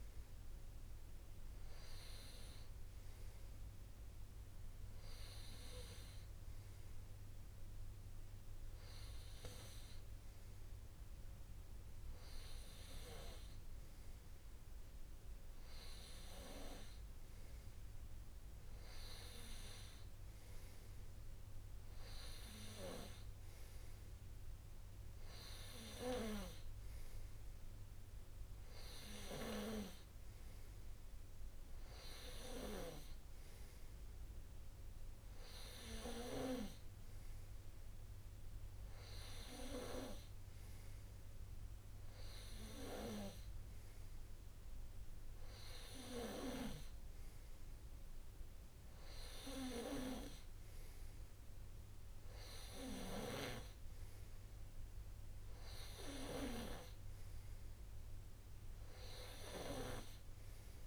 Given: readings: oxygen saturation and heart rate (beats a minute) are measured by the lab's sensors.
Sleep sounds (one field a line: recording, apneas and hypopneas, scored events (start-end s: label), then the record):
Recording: breathing in sleep by a room microphone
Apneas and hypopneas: none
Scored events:
none scored
From the record:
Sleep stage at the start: N2 (light sleep)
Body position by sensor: on the right side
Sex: male